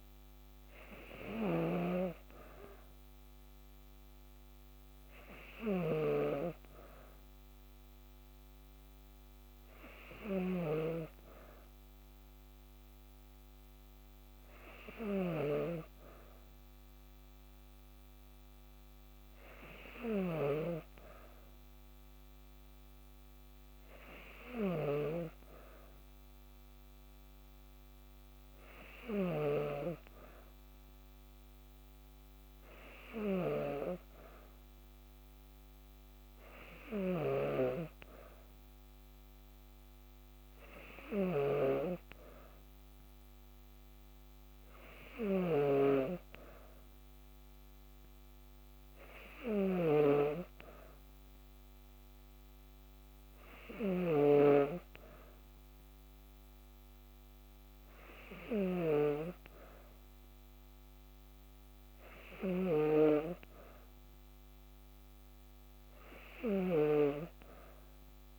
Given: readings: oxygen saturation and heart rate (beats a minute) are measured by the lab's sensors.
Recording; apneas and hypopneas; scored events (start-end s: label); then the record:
breathing in sleep by a microphone on the trachea; none
0.00-29.00 s: snoring (device-marked)
36.50-68.39 s: snoring (device-marked)
From the record:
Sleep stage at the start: N2 (light sleep); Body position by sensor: on the back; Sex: female